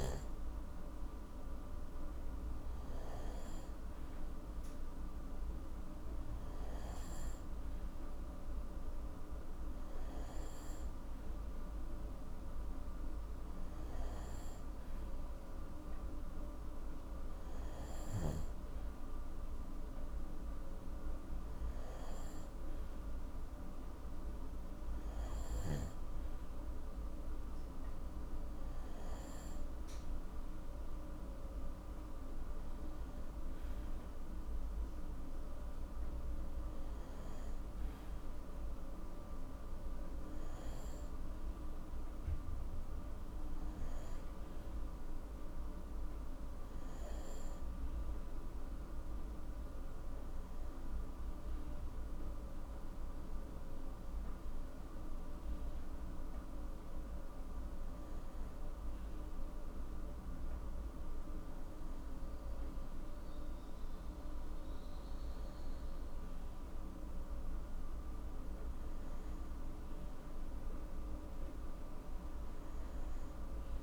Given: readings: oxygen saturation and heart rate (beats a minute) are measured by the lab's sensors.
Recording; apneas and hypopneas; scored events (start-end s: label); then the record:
breathing in sleep, hard to hear, by a room microphone; none
none scored
From the record:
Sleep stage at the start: N2 (light sleep); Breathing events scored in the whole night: 169 in 4.0 hours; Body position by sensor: on the right side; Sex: male